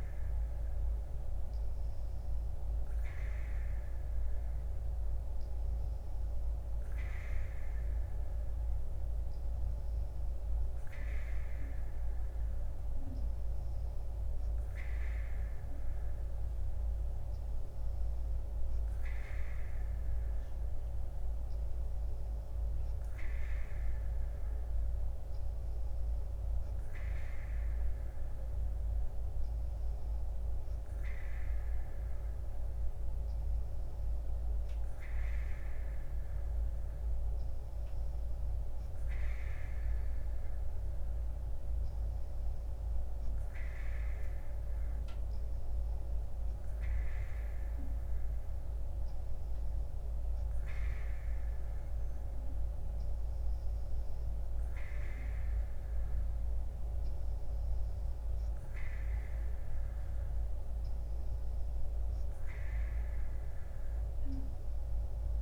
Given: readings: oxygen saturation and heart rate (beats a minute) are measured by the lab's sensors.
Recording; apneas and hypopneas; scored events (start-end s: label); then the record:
breathing in sleep, hard to hear, by a room microphone; none
none scored
From the record:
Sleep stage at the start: N3 (deep sleep); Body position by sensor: on the right side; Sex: female